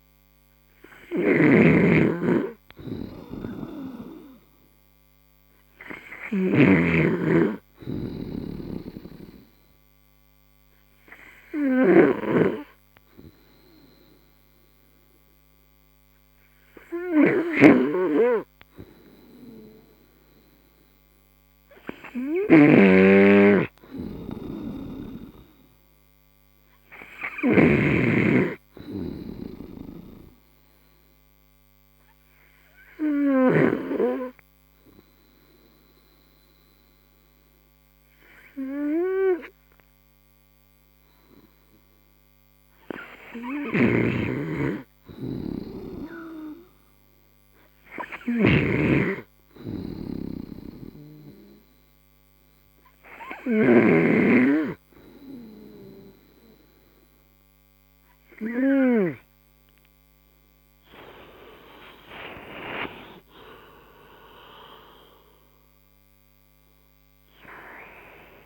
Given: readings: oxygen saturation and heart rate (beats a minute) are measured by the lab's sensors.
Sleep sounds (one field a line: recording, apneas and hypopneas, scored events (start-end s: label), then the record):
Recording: breathing in sleep by a microphone on the trachea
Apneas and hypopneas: 1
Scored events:
1.50-7.00 s: snoring (device-marked)
9.00-13.00 s: oxygen desaturation (device-marked, oxygen 94% before, 89% lowest)
22.50-28.00 s: snoring (device-marked)
26.00-29.00 s: arousal
31.00-43.50 s: obstructive apnea (oxygen 94% before, 91% lowest)
44.00-54.50 s: snoring (device-marked)
47.00-50.50 s: arousal
54.00-66.00 s: oxygen desaturation (device-marked, oxygen 94% before, 91% lowest)
67.00-68.46 s: tachycardia (device-marked)
From the record:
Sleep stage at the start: N3 (deep sleep)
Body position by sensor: on the right side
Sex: male